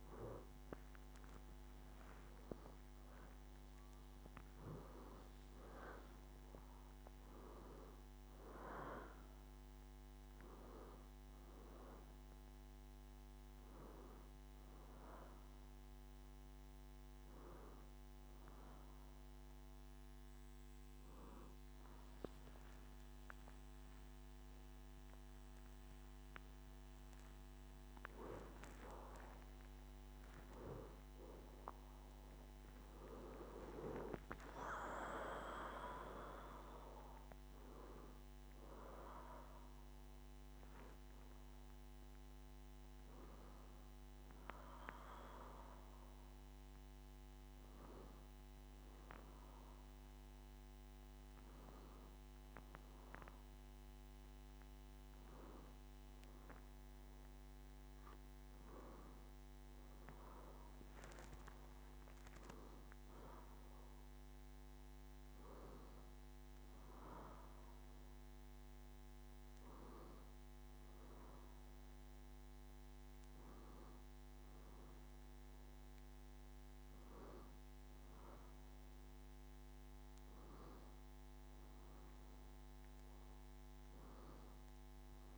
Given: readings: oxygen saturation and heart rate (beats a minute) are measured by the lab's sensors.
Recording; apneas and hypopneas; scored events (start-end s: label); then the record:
breathing in sleep by a microphone on the trachea; 1
5.50-10.50 s: arousal
9.50-21.50 s: oxygen desaturation (device-marked, oxygen 94% before, 91% lowest, heart rate 73 before, 72 extreme)
20.50-32.50 s: hypopnea (oxygen 95% before, 90% lowest, heart rate 77 before, 72 extreme, up 6 after)
34.50-39.00 s: arousal
42.50-60.50 s: oxygen desaturation (device-marked, oxygen 95% before, 90% lowest, heart rate 74 before, 71 extreme)
63.50-67.00 s: arousal
From the record:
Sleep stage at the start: N2 (light sleep); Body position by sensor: on the back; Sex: female